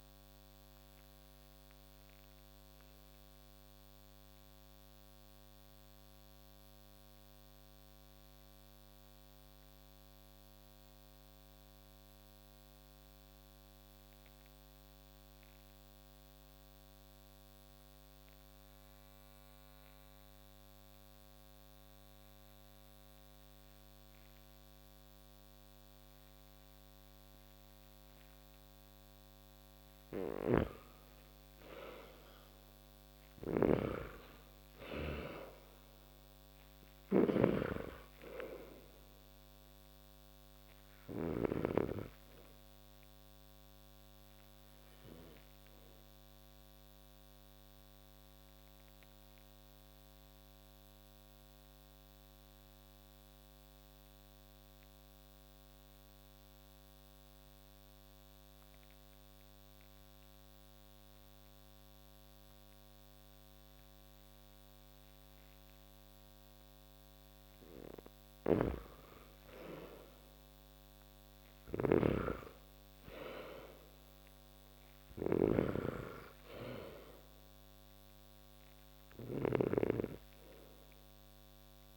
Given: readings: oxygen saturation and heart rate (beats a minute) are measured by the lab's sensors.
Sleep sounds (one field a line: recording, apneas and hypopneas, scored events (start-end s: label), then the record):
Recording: breathing in sleep by a microphone on the trachea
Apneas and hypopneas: 2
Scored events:
0.00-17.00 s: oxygen desaturation (device-marked, oxygen 80% lowest)
1.50-28.50 s: mixed apnea (oxygen 97% before, 80% lowest)
29.00-61.00 s: oxygen desaturation (device-marked, oxygen 98% before, 80% lowest)
29.50-41.00 s: snoring (device-marked)
32.00-36.00 s: arousal
44.50-67.00 s: obstructive apnea (oxygen 98% before, 80% lowest)
69.00-72.00 s: arousal
71.00-79.00 s: snoring (device-marked)
71.00-81.97 s: oxygen desaturation (device-marked, oxygen 98% before, 86% lowest)
From the record:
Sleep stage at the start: N2 (light sleep)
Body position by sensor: on the back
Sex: male